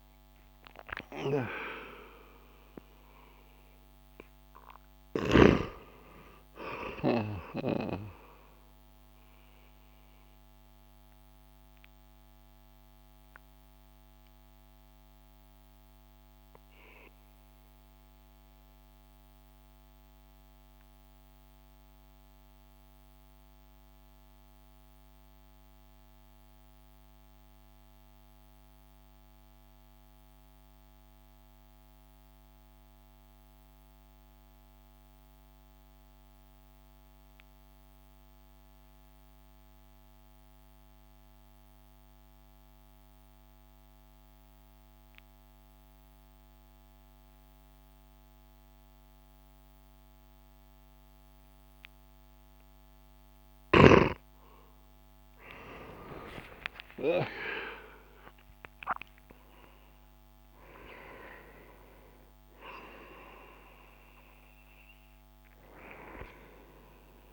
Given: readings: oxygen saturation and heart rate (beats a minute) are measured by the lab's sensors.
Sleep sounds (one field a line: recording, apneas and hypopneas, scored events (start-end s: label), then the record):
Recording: breathing in sleep by a microphone on the trachea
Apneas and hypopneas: 1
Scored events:
0.00-5.50 s: oxygen desaturation (device-marked, oxygen 93% lowest)
8.50-51.50 s: mixed apnea (oxygen 97% before, 91% lowest)
14.50-25.50 s: oxygen desaturation (device-marked, oxygen 94% before, 91% lowest)
43.50-66.50 s: oxygen desaturation (device-marked, oxygen 98% before, 92% lowest)
55.50-60.50 s: arousal
From the record:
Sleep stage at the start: N2 (light sleep)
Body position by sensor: on the back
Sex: male